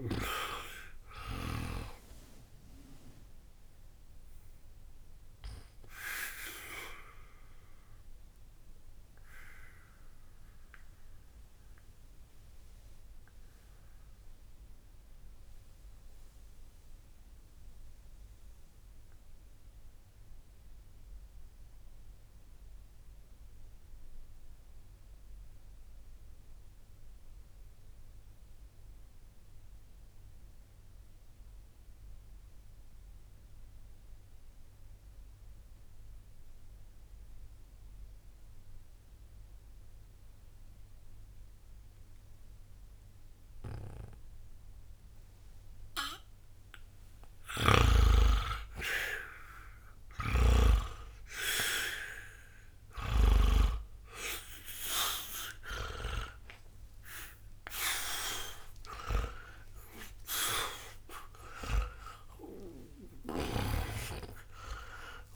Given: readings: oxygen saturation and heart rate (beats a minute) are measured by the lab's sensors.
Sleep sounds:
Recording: breathing in sleep by a room microphone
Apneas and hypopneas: 1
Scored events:
0.00-29.00 s: oxygen desaturation (device-marked, oxygen 74% lowest, heart rate 60 extreme)
6.50-47.50 s: obstructive apnea (oxygen 97% before, 74% lowest, heart rate 71 before, 60 extreme, up 0 after)
46.00-65.36 s: oxygen desaturation (device-marked, oxygen 99% before, 80% lowest, heart rate 60 before, 60 extreme)
50.00-53.50 s: snoring (device-marked)
50.50-55.00 s: arousal
From the record:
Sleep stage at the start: N2 (light sleep)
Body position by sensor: on the back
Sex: male

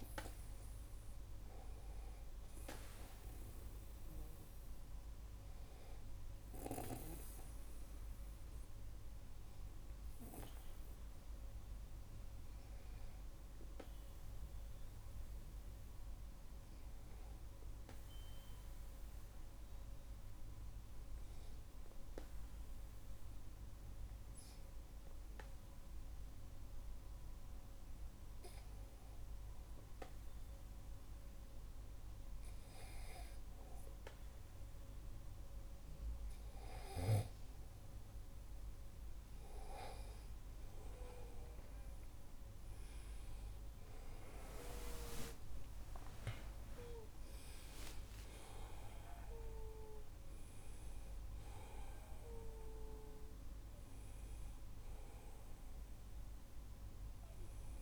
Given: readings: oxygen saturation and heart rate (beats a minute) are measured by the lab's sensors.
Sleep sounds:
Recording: breathing in sleep by a room microphone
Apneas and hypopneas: 1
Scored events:
0.00-17.50 s: oxygen desaturation (device-marked, oxygen 93% lowest, heart rate 44 extreme)
8.50-37.00 s: hypopnea (oxygen 97% before, 94% lowest, heart rate 55 before, 44 extreme, up 19 after)
35.50-56.50 s: oxygen desaturation (device-marked, oxygen 98% before, 94% lowest, heart rate 52 before, 42 extreme)
39.50-44.00 s: arousal
46.50-57.82 s: new sleep stage, N1 (lightest sleep)
From the record:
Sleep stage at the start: N2 (light sleep)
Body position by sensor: on the back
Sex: male

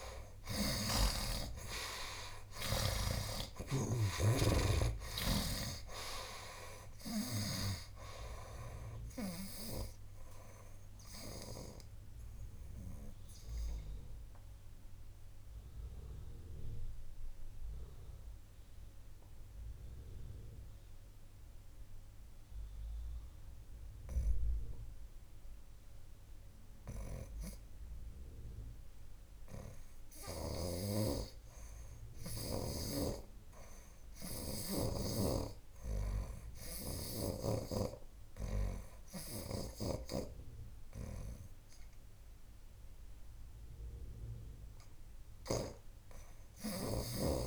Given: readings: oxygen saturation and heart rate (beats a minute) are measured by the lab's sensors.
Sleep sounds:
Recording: breathing in sleep by a room microphone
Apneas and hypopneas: 1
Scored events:
0.00-1.00 s: snoring (device-marked)
0.50-4.50 s: arousal
3.50-5.50 s: long interval between heartbeats (device-marked, heart rate 68 before, 86 extreme)
7.00-9.00 s: long interval between heartbeats (device-marked, heart rate 70 before, 99 extreme)
11.00-30.00 s: obstructive apnea (oxygen 84% before, 70% lowest, heart rate 76 before, 58 extreme, up 10 after)
18.50-32.50 s: oxygen desaturation (device-marked, oxygen 82% before, 70% lowest, heart rate 81 before, 58 extreme)
32.50-37.00 s: arousal
33.00-37.50 s: snoring (device-marked)
36.50-47.47 s: oxygen desaturation (device-marked, oxygen 97% before, 74% lowest, heart rate 62 before, 63 extreme)
39.50-47.47 s: snoring (device-marked)
From the record:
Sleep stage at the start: N2 (light sleep)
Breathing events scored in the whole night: 353 in 4.3 hours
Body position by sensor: on the right side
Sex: male

